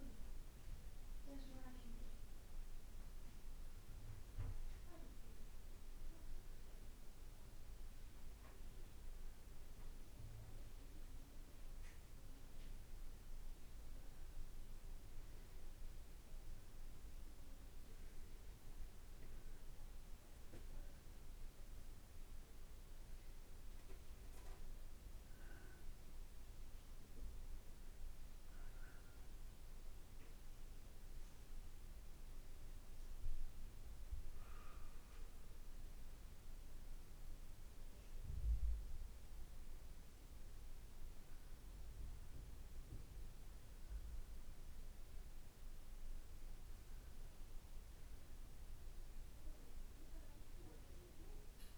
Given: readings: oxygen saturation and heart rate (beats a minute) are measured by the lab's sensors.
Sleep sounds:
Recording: breathing in sleep, hard to hear, by a room microphone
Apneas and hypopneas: none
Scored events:
none scored
From the record:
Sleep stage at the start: N2 (light sleep)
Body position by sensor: on the back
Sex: male

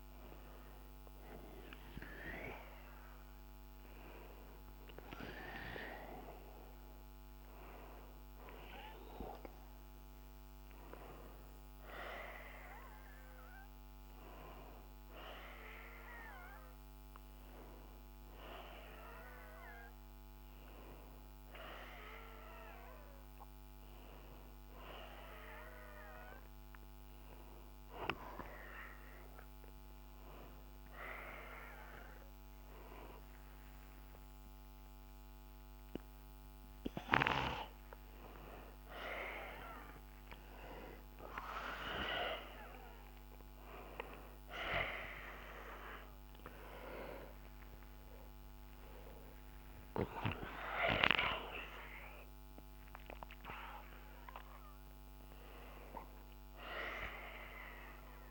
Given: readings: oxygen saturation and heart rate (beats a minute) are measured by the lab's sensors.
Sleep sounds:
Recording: a person awake in a sleep study, by a microphone on the trachea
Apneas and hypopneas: none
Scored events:
none scored
From the record:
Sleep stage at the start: awake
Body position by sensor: on the back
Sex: male

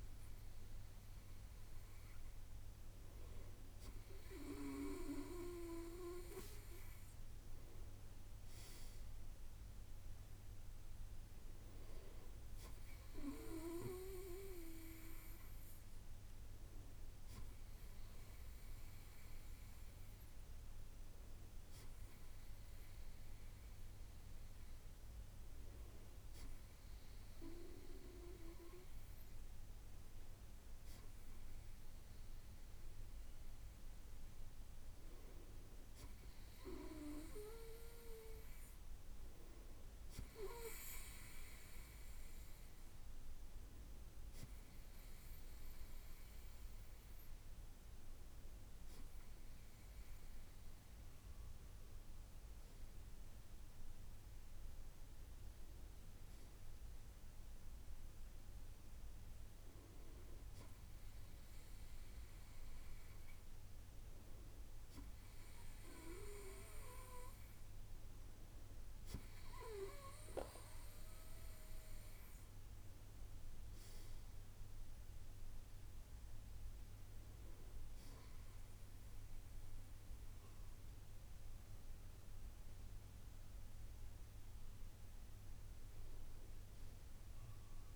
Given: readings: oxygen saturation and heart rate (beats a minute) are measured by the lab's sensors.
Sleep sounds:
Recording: breathing in sleep by a room microphone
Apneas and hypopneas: none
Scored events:
none scored
From the record:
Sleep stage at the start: N2 (light sleep)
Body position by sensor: on the right side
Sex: male

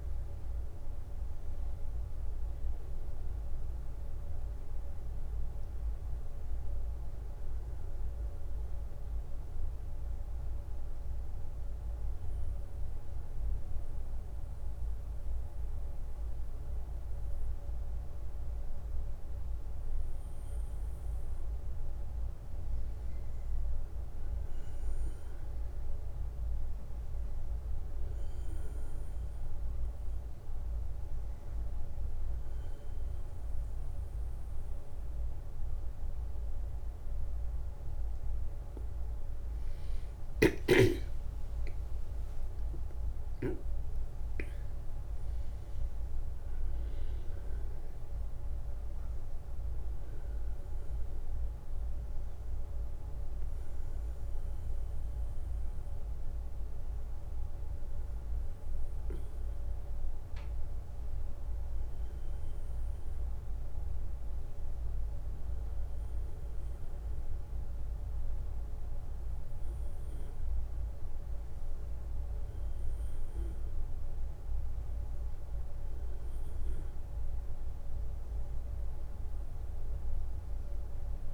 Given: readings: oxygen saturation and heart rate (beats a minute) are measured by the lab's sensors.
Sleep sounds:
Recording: breathing in sleep, hard to hear, by a room microphone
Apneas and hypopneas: 1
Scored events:
9.50-22.00 s: mixed apnea (oxygen 97% before, 95% lowest, heart rate 90 before, 63 extreme, up 4 after)
37.50-42.00 s: arousal
From the record:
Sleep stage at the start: N1 (lightest sleep)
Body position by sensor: on the back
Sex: male

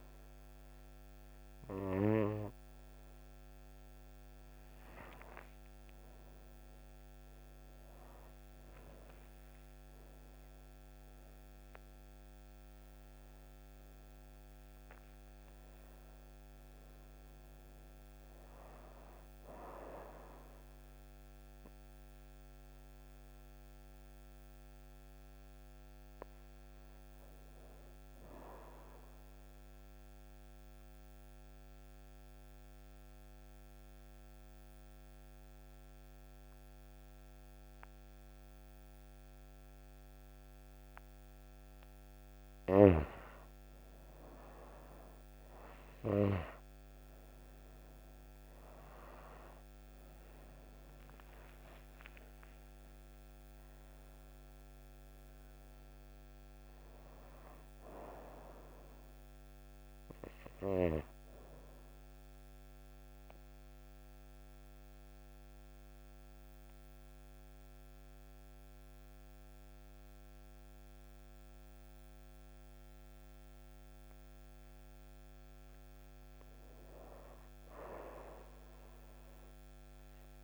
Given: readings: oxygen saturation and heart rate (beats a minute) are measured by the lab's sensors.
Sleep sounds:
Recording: breathing in sleep by a microphone on the trachea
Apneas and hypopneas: 2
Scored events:
0.00-1.50 s: arousal
10.50-20.50 s: oxygen desaturation (device-marked, oxygen 96% before, 93% lowest)
29.00-42.00 s: obstructive apnea (oxygen 96% before, 92% lowest)
48.50-65.50 s: oxygen desaturation (device-marked, oxygen 97% before, 92% lowest)
50.50-55.50 s: arousal
62.50-75.50 s: obstructive apnea (oxygen 97% before, 92% lowest)
77.00-80.44 s: arousal
From the record:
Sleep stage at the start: N2 (light sleep)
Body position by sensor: on the right side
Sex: female

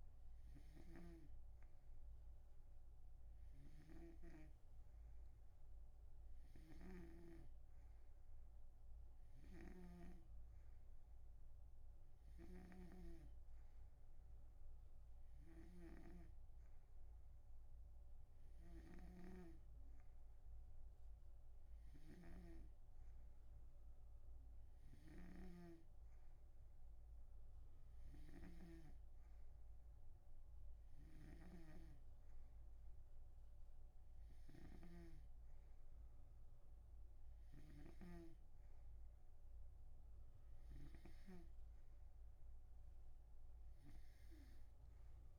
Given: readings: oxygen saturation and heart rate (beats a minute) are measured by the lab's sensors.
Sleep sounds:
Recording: breathing in sleep by a room microphone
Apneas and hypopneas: none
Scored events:
0.00-7.50 s: snoring (device-marked)
9.50-41.50 s: snoring (device-marked)
From the record:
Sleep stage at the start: N2 (light sleep)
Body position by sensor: on the right side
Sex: male

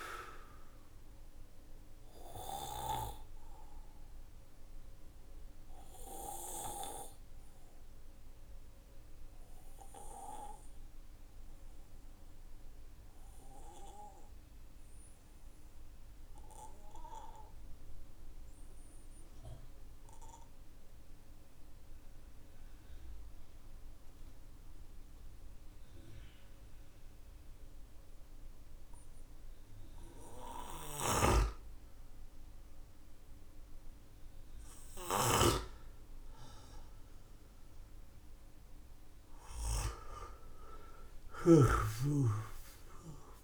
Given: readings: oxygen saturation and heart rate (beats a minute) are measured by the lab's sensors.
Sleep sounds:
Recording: breathing in sleep by a room microphone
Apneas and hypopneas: 1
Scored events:
0.00-24.50 s: oxygen desaturation (device-marked, oxygen 91% lowest, heart rate 47 extreme)
2.50-32.50 s: obstructive apnea (oxygen 98% before, 91% lowest, heart rate 60 before, 46 extreme, up 12 after)
30.50-43.44 s: snoring (device-marked)
35.00-39.50 s: arousal
From the record:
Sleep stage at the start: N2 (light sleep)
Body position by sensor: on the back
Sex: male

